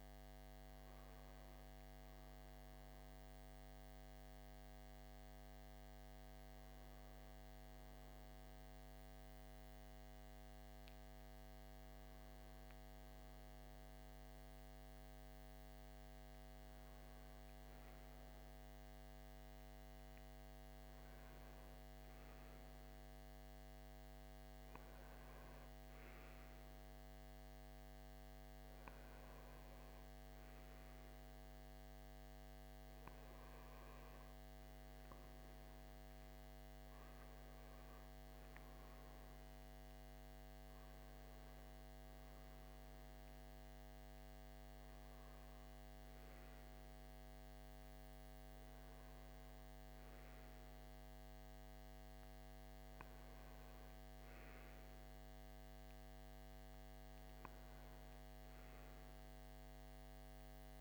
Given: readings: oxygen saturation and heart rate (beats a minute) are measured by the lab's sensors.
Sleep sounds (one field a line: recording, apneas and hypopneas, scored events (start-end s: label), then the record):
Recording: breathing in sleep, hard to hear, by a microphone on the trachea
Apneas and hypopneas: 1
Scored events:
4.00-16.00 s: hypopnea (oxygen 99% before, 92% lowest, heart rate 63 before, 58 extreme, up 1 after)
18.00-23.00 s: arousal
22.00-46.00 s: oxygen desaturation (device-marked, oxygen 96% before, 92% lowest, heart rate 59 before, 55 extreme)
44.00-60.81 s: new sleep stage, N2 (light sleep)
From the record:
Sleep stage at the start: N1 (lightest sleep)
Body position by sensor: on the right side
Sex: male